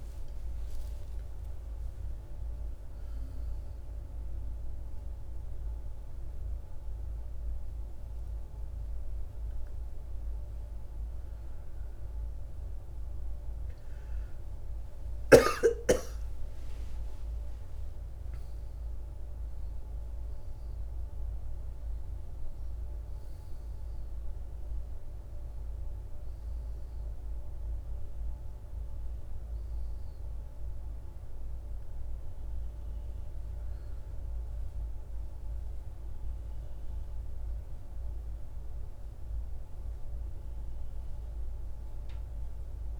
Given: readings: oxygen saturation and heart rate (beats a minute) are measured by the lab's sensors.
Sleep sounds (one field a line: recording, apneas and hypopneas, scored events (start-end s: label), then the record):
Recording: a person partly awake in a sleep study, hard to hear, by a room microphone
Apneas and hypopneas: none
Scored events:
16.00-43.00 s: new sleep stage, N1 (lightest sleep)
From the record:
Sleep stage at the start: awake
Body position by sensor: on the back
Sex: male